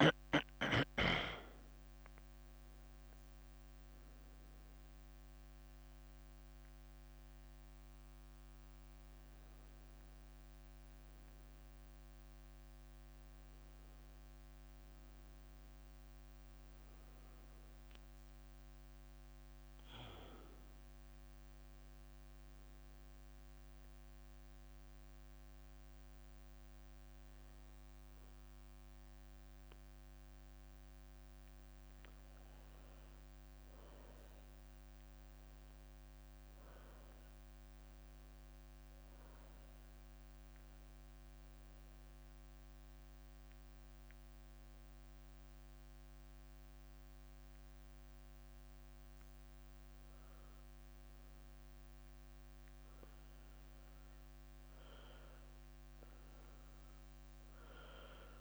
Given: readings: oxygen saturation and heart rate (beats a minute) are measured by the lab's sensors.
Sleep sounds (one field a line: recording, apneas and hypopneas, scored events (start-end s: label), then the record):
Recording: breathing in sleep, hard to hear, by a microphone on the trachea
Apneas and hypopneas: 1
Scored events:
0.00-10.50 s: oxygen desaturation (device-marked, oxygen 93% lowest, heart rate 65 extreme)
7.50-37.50 s: new sleep stage, N1 (lightest sleep)
33.00-37.50 s: arousal
37.50-58.41 s: new sleep stage, N2 (light sleep)
39.50-52.00 s: hypopnea (oxygen 99% before, 92% lowest, heart rate 68 before, 62 extreme, up 8 after)
53.50-58.41 s: arousal
From the record:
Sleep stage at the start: N2 (light sleep)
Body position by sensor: on the back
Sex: female